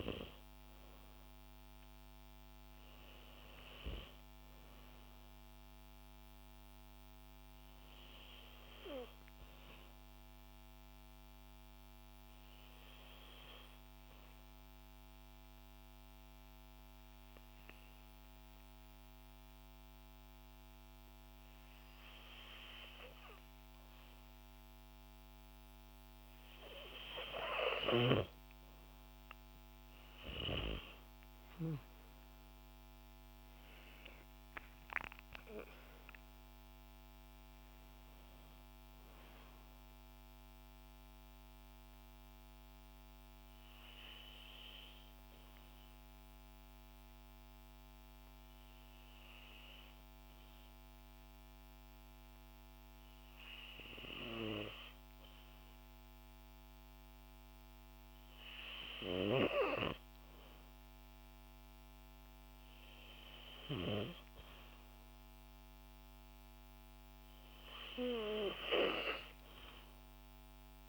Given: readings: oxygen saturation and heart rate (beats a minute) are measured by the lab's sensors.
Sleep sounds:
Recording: breathing in sleep by a microphone on the trachea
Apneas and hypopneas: 2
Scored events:
1.00-5.50 s: arousal
12.00-25.00 s: hypopnea (oxygen 94% before, 90% lowest, heart rate 62 before, 58 extreme, up 8 after)
29.00-52.00 s: oxygen desaturation (device-marked, oxygen 94% before, 90% lowest, heart rate 59 before, 58 extreme)
32.00-36.50 s: arousal
46.50-59.50 s: hypopnea (oxygen 94% before, 92% lowest, heart rate 65 before, 58 extreme, up 3 after)
61.00-65.00 s: arousal
From the record:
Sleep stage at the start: N2 (light sleep)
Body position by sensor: on the back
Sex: female

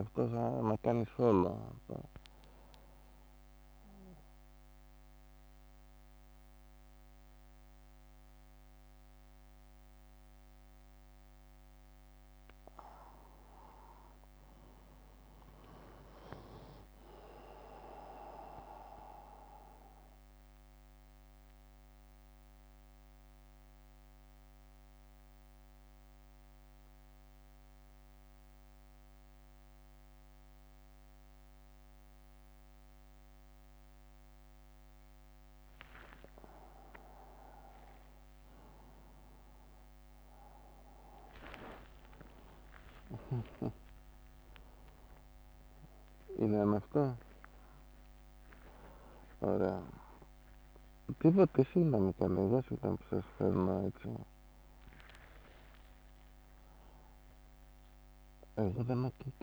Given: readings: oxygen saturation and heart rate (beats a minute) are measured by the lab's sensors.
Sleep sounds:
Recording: a person partly awake in a sleep study, by a microphone on the trachea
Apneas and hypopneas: 2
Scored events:
1.00-31.00 s: new sleep stage, N1 (lightest sleep)
4.00-14.00 s: central apnea (oxygen 97% before, 96% lowest, heart rate 69 before, 56 extreme, up 53 after)
12.00-17.00 s: tachycardia (device-marked, heart rate 62 before, 112 extreme)
15.00-17.00 s: long interval between heartbeats (device-marked, heart rate 68 before, 104 extreme)
15.50-18.50 s: arousal
20.00-32.00 s: drop in pulse transit time (device-marked, heart rate 79 before, 56 extreme)
20.50-37.00 s: mixed apnea (oxygen 97% before, 96% lowest, heart rate 79 before, 56 extreme, up 34 after)
31.00-59.43 s: new sleep stage, awake
42.00-59.43 s: tachycardia (device-marked, heart rate 63 before, 196 extreme)
46.50-48.50 s: long interval between heartbeats (device-marked, heart rate 65 before, 144 extreme)
47.00-52.00 s: snoring (device-marked)
49.00-51.00 s: long interval between heartbeats (device-marked, heart rate 81 before, 194 extreme)
51.50-53.50 s: long interval between heartbeats (device-marked, heart rate 95 before, 173 extreme)
55.00-57.00 s: long interval between heartbeats (device-marked, heart rate 118 before, 169 extreme)
58.00-59.43 s: long interval between heartbeats (device-marked, heart rate 135 before, 165 extreme)
From the record:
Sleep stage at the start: awake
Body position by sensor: on the back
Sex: male

